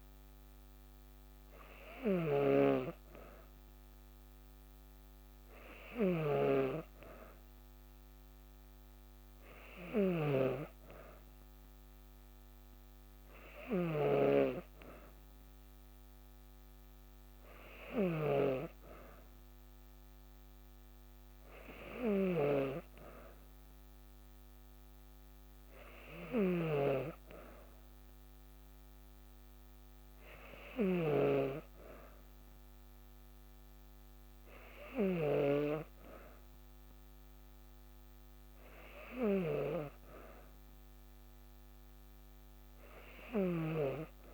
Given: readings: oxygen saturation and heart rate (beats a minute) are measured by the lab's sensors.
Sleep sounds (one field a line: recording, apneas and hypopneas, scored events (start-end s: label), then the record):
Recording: breathing in sleep by a microphone on the trachea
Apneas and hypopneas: none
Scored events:
0.00-35.00 s: snoring (device-marked)
43.00-44.33 s: snoring (device-marked)
From the record:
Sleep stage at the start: N2 (light sleep)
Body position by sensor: on the back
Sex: female